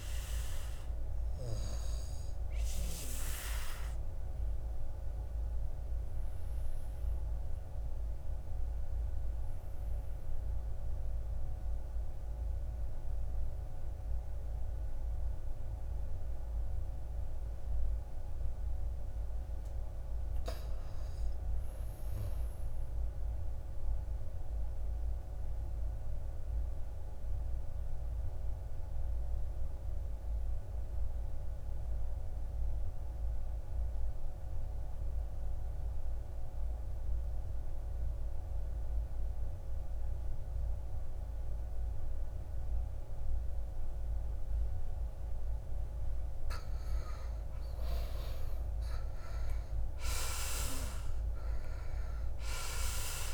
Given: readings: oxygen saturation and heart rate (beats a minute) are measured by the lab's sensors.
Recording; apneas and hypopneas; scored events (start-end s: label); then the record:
breathing in sleep by a room microphone; 2
2.00-16.00 s: oxygen desaturation (device-marked, oxygen 95% before, 91% lowest, heart rate 58 before, 54 extreme)
3.50-17.00 s: obstructive apnea (oxygen 97% before, 80% lowest, heart rate 58 before, 54 extreme, up 8 after)
17.50-21.00 s: arousal
24.00-44.50 s: obstructive apnea (oxygen 96% before, 80% lowest, heart rate 57 before, 59 extreme, up 11 after)
28.00-38.00 s: oxygen desaturation (device-marked, oxygen 96% before, 90% lowest, heart rate 58 before, 60 extreme)
40.00-53.34 s: oxygen desaturation (device-marked, oxygen 93% before, 80% lowest, heart rate 61 before, 53 extreme)
47.00-50.50 s: arousal
From the record:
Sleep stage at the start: N2 (light sleep); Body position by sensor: on the back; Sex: male